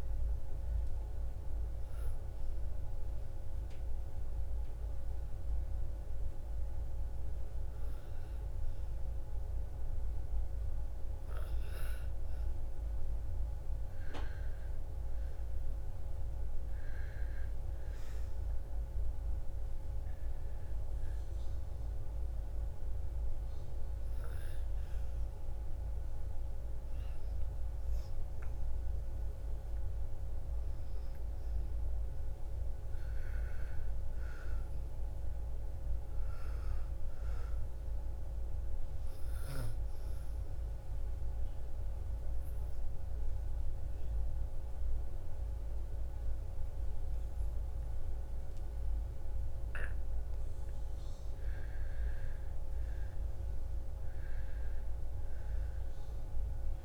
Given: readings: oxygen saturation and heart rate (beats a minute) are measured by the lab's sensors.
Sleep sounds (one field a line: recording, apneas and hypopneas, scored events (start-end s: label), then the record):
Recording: breathing in sleep, hard to hear, by a room microphone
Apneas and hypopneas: 3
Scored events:
0.00-9.50 s: oxygen desaturation (device-marked, oxygen 89% lowest, heart rate 57 extreme)
1.00-12.00 s: hypopnea (oxygen 98% before, 88% lowest, heart rate 60 before, 57 extreme, up 6 after)
14.00-18.00 s: arousal
20.50-32.50 s: oxygen desaturation (device-marked, oxygen 97% before, 93% lowest, heart rate 61 before, 55 extreme)
21.50-31.50 s: hypopnea (oxygen 97% before, 88% lowest, heart rate 61 before, 55 extreme, up 9 after)
33.50-37.00 s: arousal
39.50-52.50 s: oxygen desaturation (device-marked, oxygen 96% before, 91% lowest, heart rate 61 before, 55 extreme)
41.50-51.50 s: obstructive apnea (oxygen 97% before, 88% lowest, heart rate 61 before, 55 extreme, up 6 after)
From the record:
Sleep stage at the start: N2 (light sleep)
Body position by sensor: on the back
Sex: female